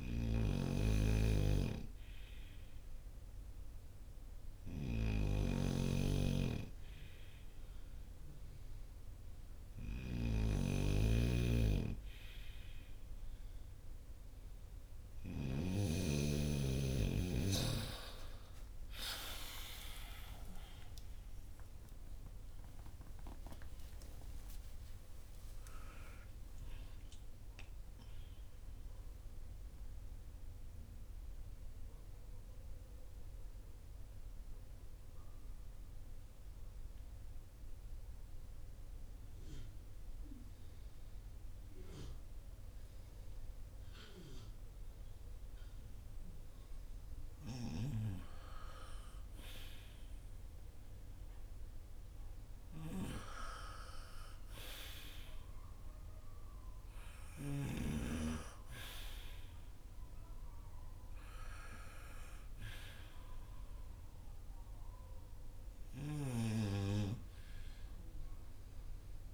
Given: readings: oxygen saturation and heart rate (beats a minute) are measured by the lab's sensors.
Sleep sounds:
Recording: breathing in sleep by a room microphone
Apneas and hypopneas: 1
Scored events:
0.00-15.50 s: snoring (device-marked)
18.00-23.00 s: arousal
30.00-46.50 s: obstructive apnea (oxygen 94% before, 91% lowest, heart rate 61 before, 47 extreme, up 3 after)
54.00-58.50 s: arousal
From the record:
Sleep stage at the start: N2 (light sleep)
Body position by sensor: on the front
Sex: male

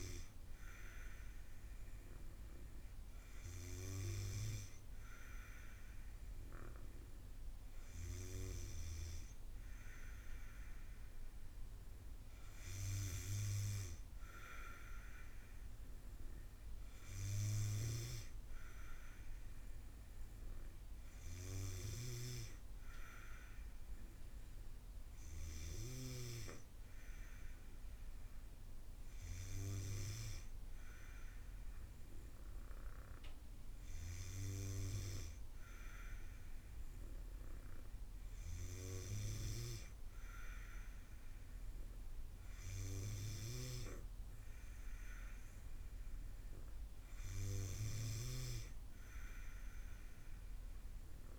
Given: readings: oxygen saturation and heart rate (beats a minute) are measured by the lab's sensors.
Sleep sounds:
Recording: breathing in sleep by a room microphone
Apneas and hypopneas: none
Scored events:
47.50-51.39 s: snoring (device-marked)
From the record:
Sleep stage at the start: N2 (light sleep)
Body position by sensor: on the back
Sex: female

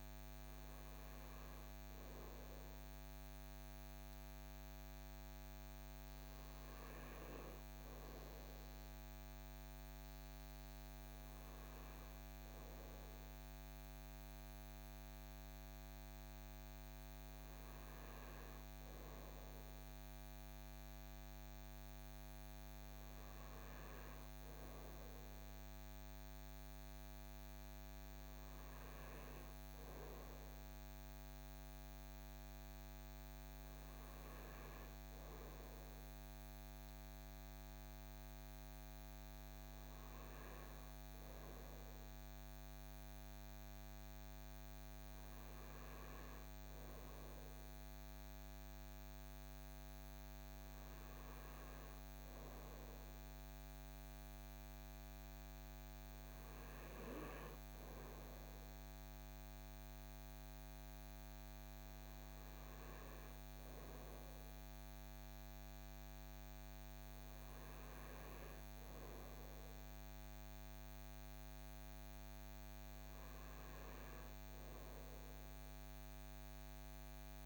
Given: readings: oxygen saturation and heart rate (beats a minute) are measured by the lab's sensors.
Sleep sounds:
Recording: breathing in sleep, hard to hear, by a microphone on the trachea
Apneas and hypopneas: none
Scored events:
none scored
From the record:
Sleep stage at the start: N2 (light sleep)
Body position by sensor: on the front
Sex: male

